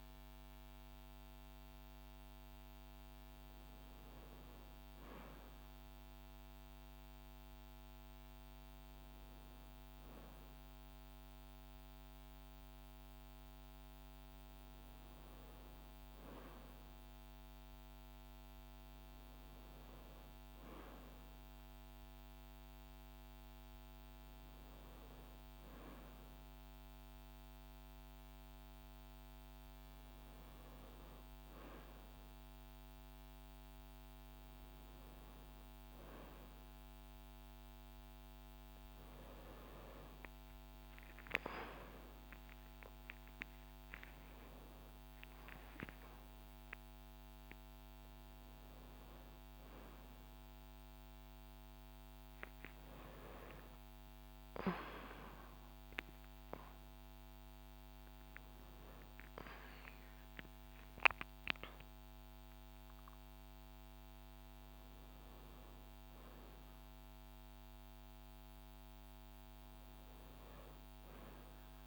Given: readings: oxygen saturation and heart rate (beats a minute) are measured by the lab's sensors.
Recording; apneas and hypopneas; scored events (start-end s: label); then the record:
a person awake in a sleep study, by a microphone on the trachea; none
none scored
From the record:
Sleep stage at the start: awake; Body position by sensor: on the back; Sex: female